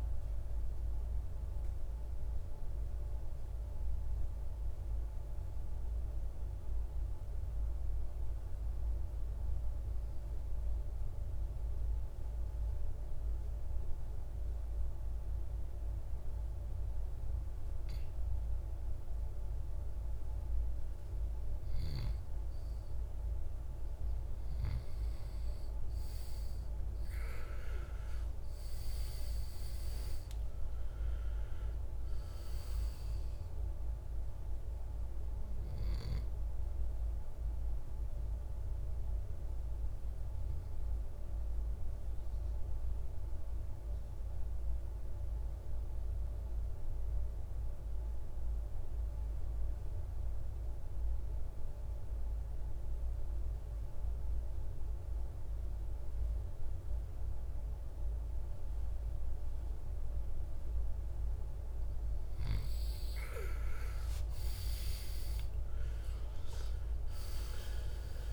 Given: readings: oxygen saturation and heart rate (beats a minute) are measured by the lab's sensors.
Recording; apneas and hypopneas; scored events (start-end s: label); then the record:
breathing in sleep, hard to hear, by a room microphone; 2
0.00-11.00 s: oxygen desaturation (device-marked, oxygen 83% lowest, heart rate 56 extreme)
2.00-20.00 s: mixed apnea (oxygen 98% before, 83% lowest, heart rate 68 before, 56 extreme, up 6 after)
23.00-26.50 s: arousal
28.00-51.00 s: oxygen desaturation (device-marked, oxygen 98% before, 87% lowest, heart rate 57 before, 56 extreme)
38.00-61.50 s: obstructive apnea (oxygen 99% before, 81% lowest, heart rate 62 before, 50 extreme, up 17 after)
62.00-68.32 s: oxygen desaturation (device-marked, oxygen 98% before, 83% lowest, heart rate 58 before, 50 extreme)
62.50-67.00 s: arousal
From the record:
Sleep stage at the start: N2 (light sleep); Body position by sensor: on the back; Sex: male